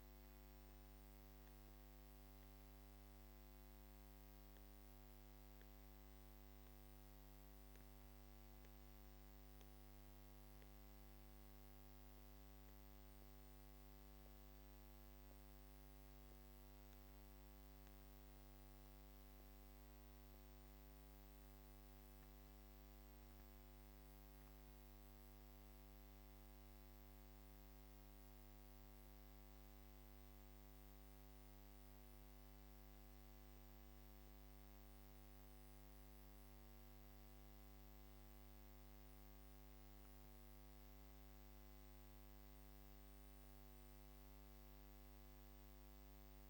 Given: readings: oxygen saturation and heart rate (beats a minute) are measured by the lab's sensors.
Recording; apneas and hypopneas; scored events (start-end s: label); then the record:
breathing in sleep, hard to hear, by a microphone on the trachea; 1
4.50-10.50 s: arousal
19.00-31.50 s: mixed apnea (oxygen 98% before, 94% lowest, heart rate 58 before, 45 extreme, up 13 after)
34.50-39.00 s: arousal
37.00-46.49 s: oxygen desaturation (device-marked, oxygen 97% before, 94% lowest, heart rate 79 before, 27 extreme)
From the record:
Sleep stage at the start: N2 (light sleep); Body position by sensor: on the back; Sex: female